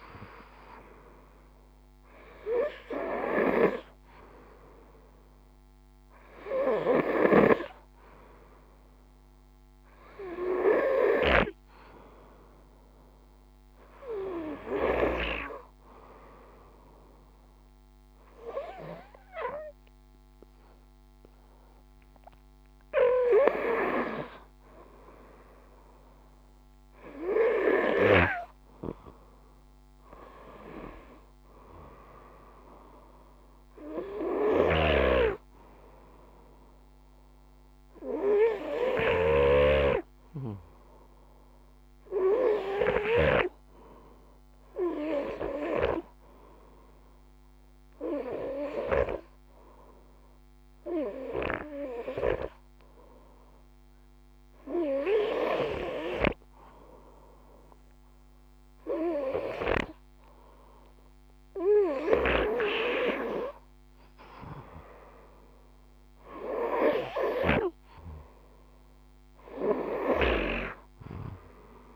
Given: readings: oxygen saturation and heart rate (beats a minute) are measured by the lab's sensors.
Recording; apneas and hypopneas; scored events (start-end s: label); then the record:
breathing in sleep by a microphone on the trachea; 1
6.00-14.00 s: snoring (device-marked)
24.50-29.50 s: arousal
33.50-38.50 s: snoring (device-marked)
49.00-61.00 s: hypopnea (oxygen 97% before, 95% lowest, heart rate 59 before, 55 extreme, up 4 after)
63.00-66.50 s: arousal
From the record:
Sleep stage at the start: N2 (light sleep); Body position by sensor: on the right side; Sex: male